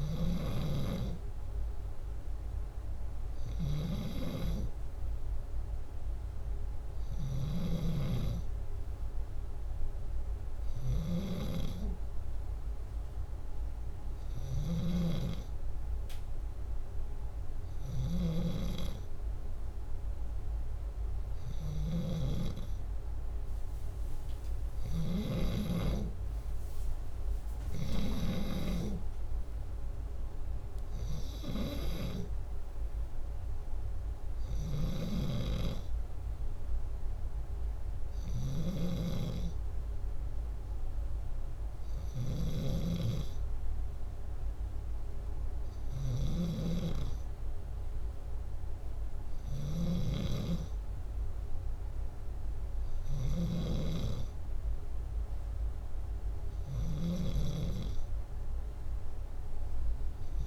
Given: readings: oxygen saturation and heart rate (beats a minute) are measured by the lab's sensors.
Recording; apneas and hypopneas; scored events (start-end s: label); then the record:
breathing in sleep by a room microphone; none
0.00-18.00 s: snoring (device-marked)
24.50-60.47 s: snoring (device-marked)
From the record:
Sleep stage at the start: N2 (light sleep); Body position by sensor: upright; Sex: male